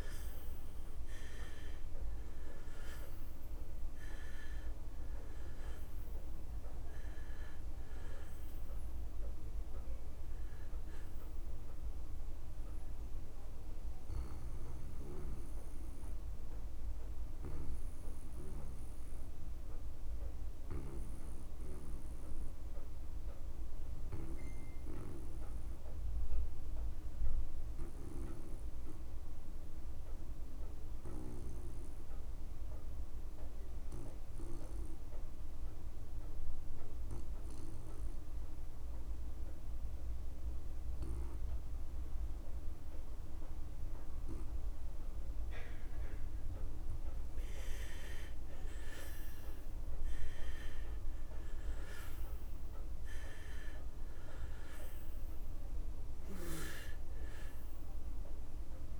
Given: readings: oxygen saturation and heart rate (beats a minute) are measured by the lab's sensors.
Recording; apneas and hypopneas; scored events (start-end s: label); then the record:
breathing in sleep by a room microphone; 1
0.00-1.00 s: arousal
0.00-29.00 s: oxygen desaturation (device-marked, oxygen 76% lowest)
15.50-46.50 s: obstructive apnea (oxygen 97% before, 76% lowest)
23.50-25.50 s: long interval between heartbeats (device-marked)
41.00-59.00 s: oxygen desaturation (device-marked, oxygen 99% before, 78% lowest)
48.00-51.50 s: arousal
From the record:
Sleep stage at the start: N2 (light sleep); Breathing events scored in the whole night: 305 in 3.8 hours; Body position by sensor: on the back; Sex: male